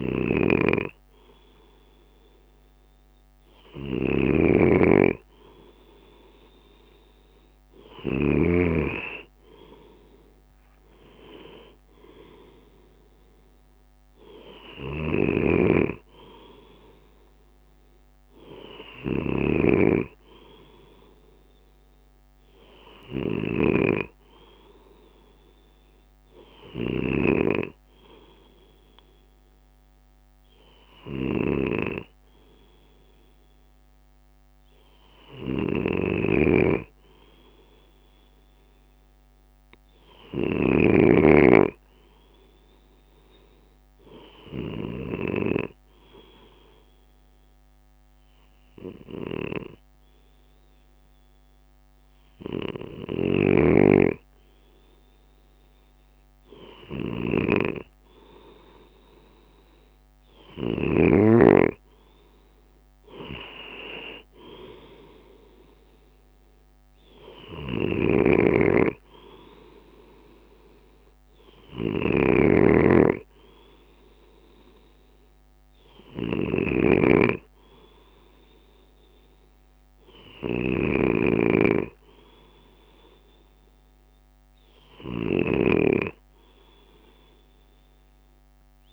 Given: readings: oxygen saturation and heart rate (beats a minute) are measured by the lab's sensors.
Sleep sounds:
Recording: breathing in sleep by a microphone on the trachea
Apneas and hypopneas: none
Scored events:
9.50-21.50 s: drop in pulse transit time (device-marked, heart rate 60 before, 58 extreme)
From the record:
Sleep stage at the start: N2 (light sleep)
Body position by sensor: on the left side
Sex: male

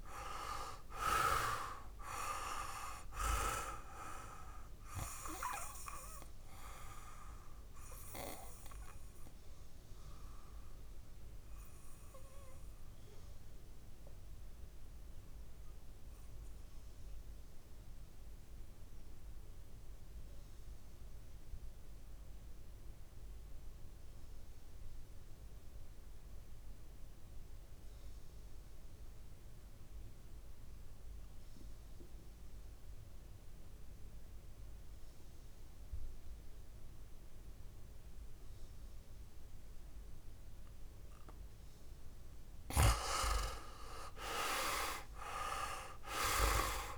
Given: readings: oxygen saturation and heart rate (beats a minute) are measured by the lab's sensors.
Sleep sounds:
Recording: breathing in sleep by a room microphone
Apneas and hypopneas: 1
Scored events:
0.00-1.50 s: arousal
0.00-23.00 s: oxygen desaturation (device-marked, oxygen 88% lowest, heart rate 53 extreme)
8.00-40.50 s: obstructive apnea (oxygen 100% before, 87% lowest, heart rate 63 before, 52 extreme, up 5 after)
37.00-46.98 s: oxygen desaturation (device-marked, oxygen 99% before, 87% lowest, heart rate 58 before, 52 extreme)
43.50-46.98 s: arousal
From the record:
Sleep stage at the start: N2 (light sleep)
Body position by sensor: on the back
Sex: male

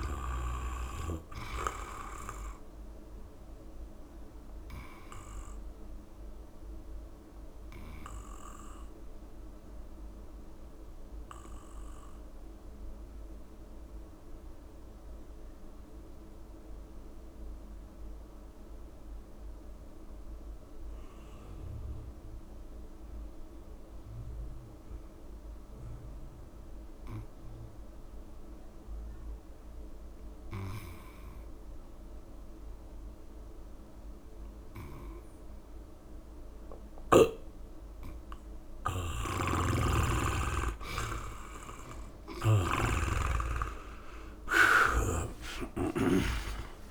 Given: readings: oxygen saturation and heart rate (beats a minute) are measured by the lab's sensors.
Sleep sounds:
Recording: breathing in sleep by a room microphone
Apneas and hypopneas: 1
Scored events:
0.00-18.50 s: oxygen desaturation (device-marked, oxygen 84% lowest, heart rate 67 extreme)
4.50-39.00 s: obstructive apnea (oxygen 100% before, 81% lowest, heart rate 77 before, 62 extreme, up 18 after)
29.50-46.91 s: oxygen desaturation (device-marked, oxygen 99% before, 81% lowest, heart rate 69 before, 62 extreme)
39.00-46.91 s: snoring (device-marked)
43.50-46.00 s: arousal
44.50-46.50 s: long interval between heartbeats (device-marked, heart rate 69 before, 81 extreme)
From the record:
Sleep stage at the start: N2 (light sleep)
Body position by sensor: on the back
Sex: male

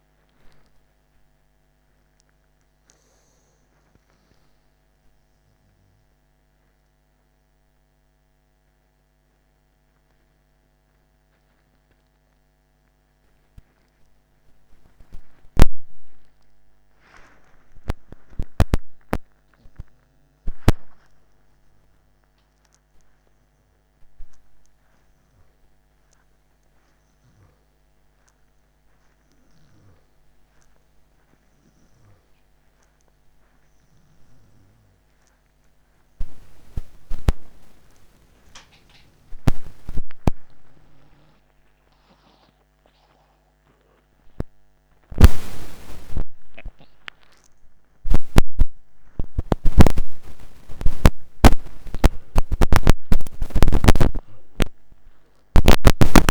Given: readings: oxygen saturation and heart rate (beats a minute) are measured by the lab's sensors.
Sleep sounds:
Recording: a person awake in a sleep study, by a microphone on the trachea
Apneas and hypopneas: none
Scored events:
0.00-3.50 s: oxygen desaturation (device-marked, oxygen 89% lowest)
47.50-56.31 s: oxygen desaturation (device-marked, oxygen 93% before, 90% lowest)
From the record:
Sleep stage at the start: awake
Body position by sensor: upright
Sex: male

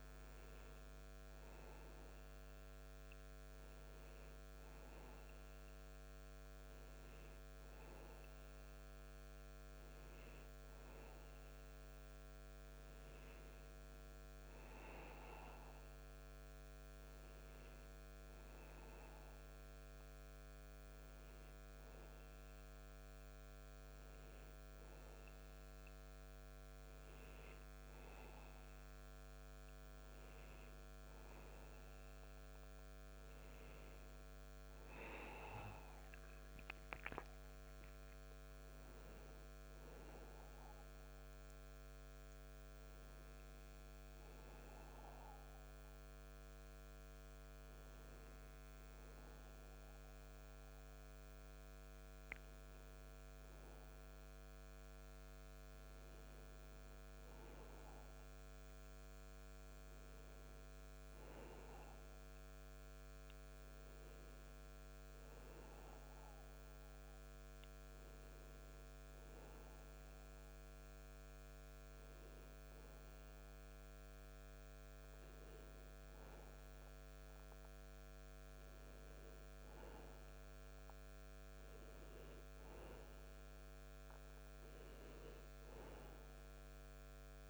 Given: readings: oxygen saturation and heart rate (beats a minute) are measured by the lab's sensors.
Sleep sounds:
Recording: breathing in sleep, hard to hear, by a microphone on the trachea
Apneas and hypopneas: none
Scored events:
35.50-87.50 s: new sleep stage, N2 (light sleep)
From the record:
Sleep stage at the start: N1 (lightest sleep)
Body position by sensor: on the back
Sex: male

